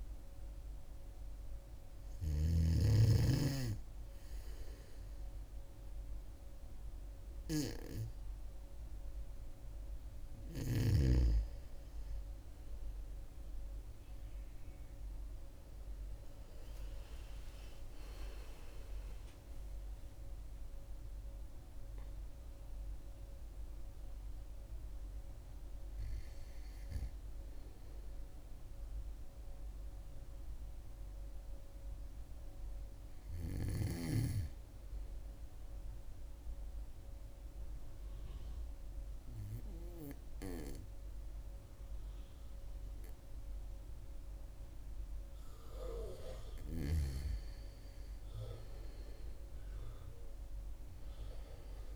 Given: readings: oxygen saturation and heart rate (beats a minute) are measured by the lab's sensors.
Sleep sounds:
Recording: breathing in sleep by a room microphone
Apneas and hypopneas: 1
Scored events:
16.50-21.00 s: arousal
30.50-32.50 s: oxygen desaturation (device-marked, oxygen 98% before, 94% lowest, heart rate 73 before, 66 extreme)
36.50-47.50 s: mixed apnea (oxygen 98% before, 95% lowest, heart rate 72 before, 62 extreme, up 3 after)
49.00-51.50 s: arousal
From the record:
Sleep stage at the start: N2 (light sleep)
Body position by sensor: on the back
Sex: female

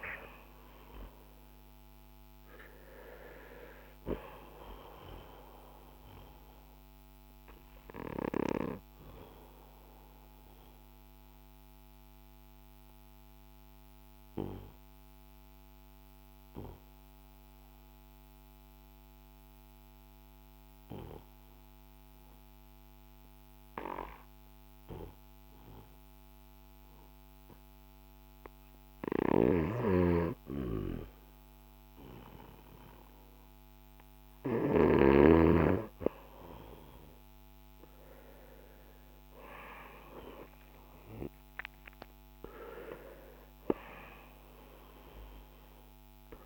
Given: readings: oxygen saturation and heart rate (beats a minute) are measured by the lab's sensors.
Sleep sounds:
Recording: breathing in sleep by a microphone on the trachea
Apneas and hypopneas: 1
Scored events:
5.50-29.00 s: obstructive apnea (oxygen 97% before, 91% lowest, heart rate 49 before, 39 extreme, up 8 after)
12.00-31.00 s: oxygen desaturation (device-marked, oxygen 95% before, 92% lowest, heart rate 51 before, 41 extreme)
31.00-35.00 s: arousal
From the record:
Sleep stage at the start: N2 (light sleep)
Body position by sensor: on the back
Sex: male

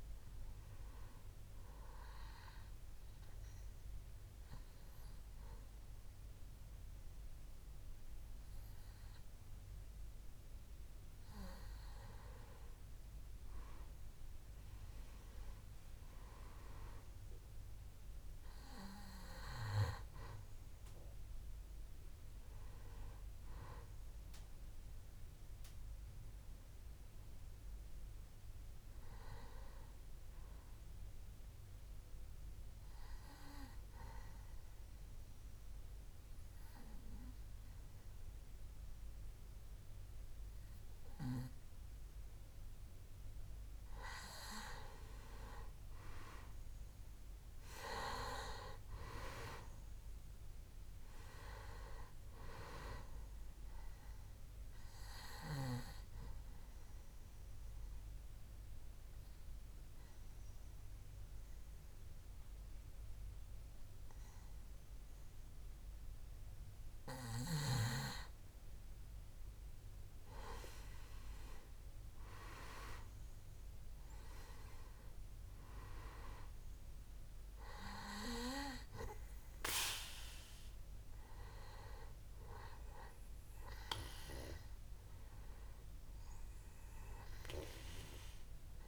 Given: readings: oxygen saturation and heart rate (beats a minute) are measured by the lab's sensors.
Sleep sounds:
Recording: breathing in sleep by a room microphone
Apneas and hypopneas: 3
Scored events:
0.00-1.50 s: oxygen desaturation (device-marked, oxygen 94% lowest, heart rate 62 extreme)
2.00-13.00 s: obstructive apnea (oxygen 97% before, 92% lowest, heart rate 70 before, 62 extreme, up 7 after)
16.50-20.50 s: arousal
31.00-44.00 s: obstructive apnea (oxygen 98% before, 92% lowest, heart rate 66 before, 64 extreme, up 4 after)
46.50-50.00 s: arousal
51.50-65.50 s: oxygen desaturation (device-marked, oxygen 96% before, 92% lowest, heart rate 66 before, 65 extreme)
54.50-68.00 s: obstructive apnea (oxygen 96% before, 92% lowest, heart rate 66 before, 65 extreme, up 7 after)
71.00-74.50 s: arousal
77.50-88.88 s: oxygen desaturation (device-marked, oxygen 97% before, 92% lowest, heart rate 68 before, 62 extreme)
From the record:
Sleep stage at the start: N2 (light sleep)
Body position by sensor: on the back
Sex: male

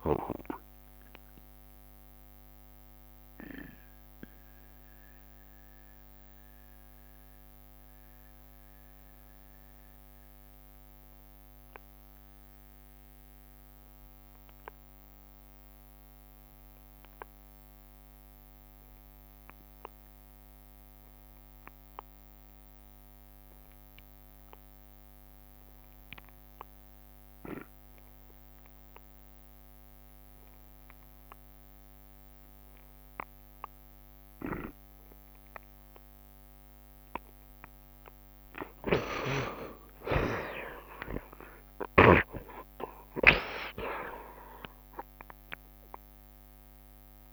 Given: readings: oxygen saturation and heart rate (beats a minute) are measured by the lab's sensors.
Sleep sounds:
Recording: breathing in sleep by a microphone on the trachea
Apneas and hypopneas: 1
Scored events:
0.00-2.00 s: long interval between heartbeats (device-marked, heart rate 79 before, 120 extreme)
0.00-2.00 s: tachycardia (device-marked, heart rate 121 extreme)
0.00-14.00 s: oxygen desaturation (device-marked, oxygen 47% lowest, heart rate 57 extreme)
1.50-37.00 s: mixed apnea (oxygen 84% before, 47% lowest, heart rate 82 before, 57 extreme, up 50 after)
16.00-47.33 s: oxygen desaturation (device-marked, oxygen 84% before, 55% lowest, heart rate 92 before, 39 extreme)
24.50-26.50 s: long interval between heartbeats (device-marked, heart rate 79 before, 76 extreme)
25.00-29.00 s: bradycardia (device-marked, heart rate 82 before, 57 extreme)
26.50-28.50 s: long interval between heartbeats (device-marked, heart rate 76 before, 67 extreme)
37.50-39.50 s: long interval between heartbeats (device-marked, heart rate 70 before, 85 extreme)
39.00-42.50 s: arousal
43.00-45.00 s: long interval between heartbeats (device-marked, heart rate 76 before, 100 extreme)
From the record:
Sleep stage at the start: N2 (light sleep)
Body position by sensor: on the right side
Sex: male

